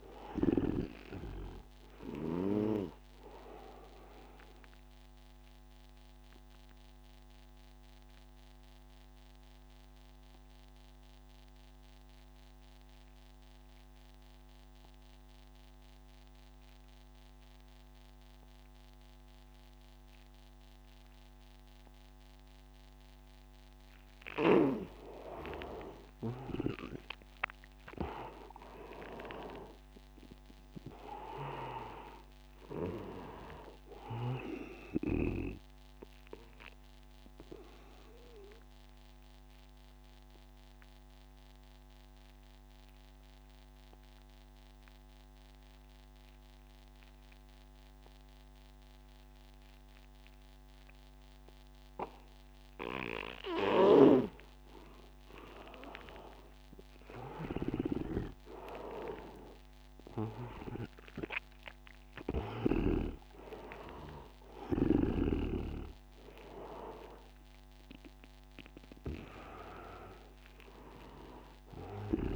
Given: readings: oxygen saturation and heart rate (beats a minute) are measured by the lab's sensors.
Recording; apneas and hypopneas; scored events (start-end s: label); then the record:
breathing in sleep by a microphone on the trachea; 2
0.00-15.00 s: oxygen desaturation (device-marked, oxygen 85% lowest, heart rate 75 extreme)
6.00-23.50 s: obstructive apnea (oxygen 99% before, 85% lowest, heart rate 90 before, 75 extreme, up 11 after)
26.50-30.50 s: arousal
27.00-48.00 s: oxygen desaturation (device-marked, oxygen 99% before, 88% lowest, heart rate 82 before, 86 extreme)
36.50-54.50 s: obstructive apnea (oxygen 99% before, 87% lowest, heart rate 85 before, 86 extreme, up 6 after)
56.50-60.50 s: arousal
59.00-72.36 s: oxygen desaturation (device-marked, oxygen 98% before, 87% lowest, heart rate 88 before, 86 extreme)
From the record:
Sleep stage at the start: N2 (light sleep); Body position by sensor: on the right side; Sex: male